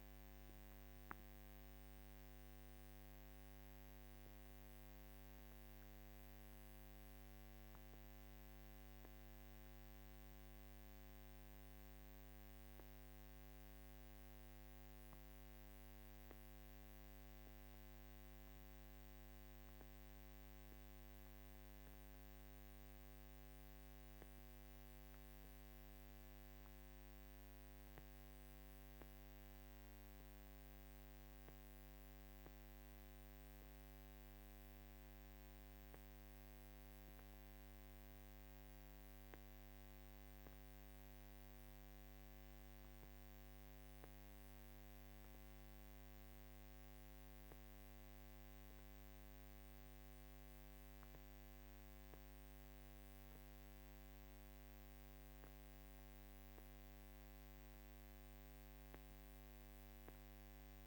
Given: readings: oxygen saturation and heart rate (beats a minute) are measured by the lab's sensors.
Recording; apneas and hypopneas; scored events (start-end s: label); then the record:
breathing in sleep, hard to hear, by a microphone on the trachea; none
none scored
From the record:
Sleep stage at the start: N2 (light sleep); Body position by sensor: on the back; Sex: female